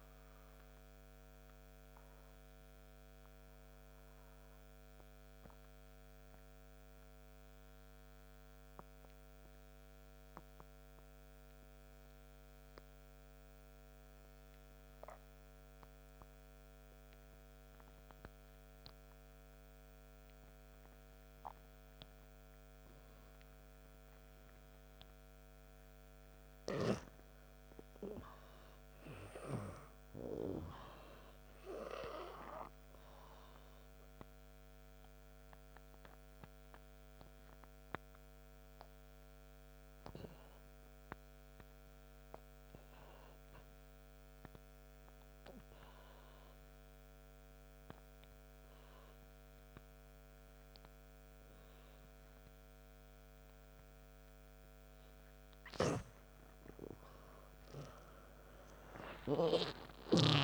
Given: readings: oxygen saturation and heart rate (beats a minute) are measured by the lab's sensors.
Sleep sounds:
breathing in sleep by a microphone on the trachea; 2
1.50-25.00 s: mixed apnea (oxygen 98% before, 87% lowest, heart rate 78 before, 67 extreme, up 0 after)
9.50-19.50 s: oxygen desaturation (device-marked, oxygen 96% before, 93% lowest, heart rate 83 before, 67 extreme)
26.50-30.50 s: arousal
34.00-56.00 s: obstructive apnea (oxygen 100% before, 87% lowest, heart rate 76 before, 66 extreme, up 13 after)
34.50-60.43 s: oxygen desaturation (device-marked, oxygen 100% before, 87% lowest, heart rate 76 before, 66 extreme)
57.00-60.43 s: arousal
From the record:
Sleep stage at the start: N2 (light sleep); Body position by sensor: on the right side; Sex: male

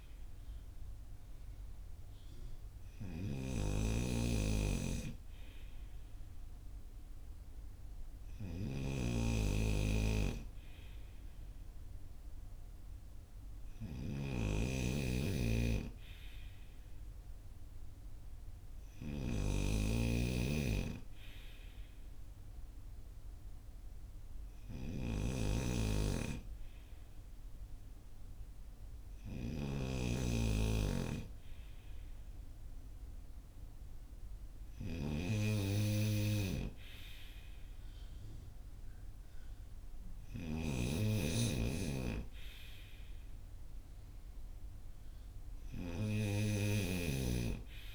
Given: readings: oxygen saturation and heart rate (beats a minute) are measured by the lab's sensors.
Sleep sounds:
breathing in sleep by a room microphone; none
0.00-47.95 s: snoring (device-marked)
From the record:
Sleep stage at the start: N2 (light sleep); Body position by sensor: on the front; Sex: male

